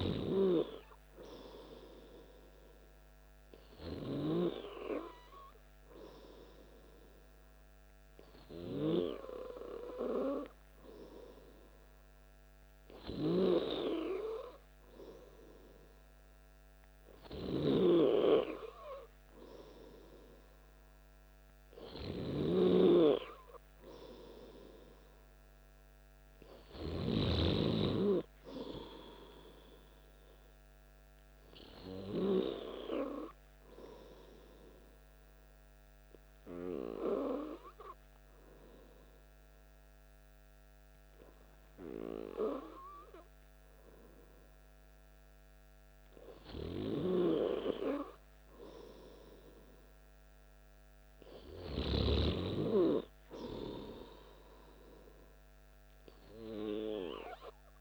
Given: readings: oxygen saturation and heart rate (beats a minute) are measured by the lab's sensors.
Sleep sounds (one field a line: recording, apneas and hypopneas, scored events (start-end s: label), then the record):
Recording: breathing in sleep by a microphone on the trachea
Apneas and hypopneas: 1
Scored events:
27.50-31.00 s: arousal
34.50-44.50 s: hypopnea (oxygen 97% before, 96% lowest, heart rate 55 before, 54 extreme, up 1 after)
49.00-52.50 s: arousal
From the record:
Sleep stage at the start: N2 (light sleep)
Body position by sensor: on the back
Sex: male